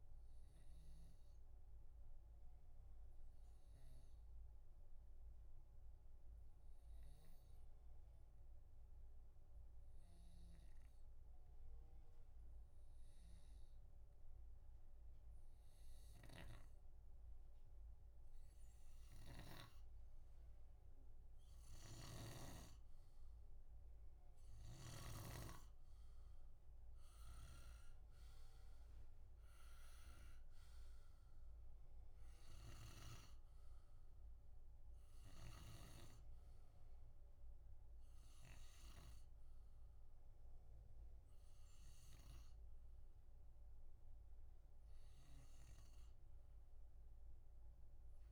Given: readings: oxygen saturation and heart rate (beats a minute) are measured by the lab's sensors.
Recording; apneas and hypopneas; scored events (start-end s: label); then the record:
breathing in sleep by a room microphone; 1
1.50-12.50 s: oxygen desaturation (device-marked, oxygen 93% before, 89% lowest, heart rate 66 before, 59 extreme)
1.50-18.00 s: obstructive apnea (oxygen 95% before, 89% lowest, heart rate 66 before, 59 extreme, up 1 after)
16.00-22.50 s: snoring (device-marked)
20.50-26.00 s: arousal
32.50-36.00 s: snoring (device-marked)
32.50-48.32 s: oxygen desaturation (device-marked, oxygen 94% before, 90% lowest, heart rate 62 before, 56 extreme)
From the record:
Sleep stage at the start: N2 (light sleep); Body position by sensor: on the back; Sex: male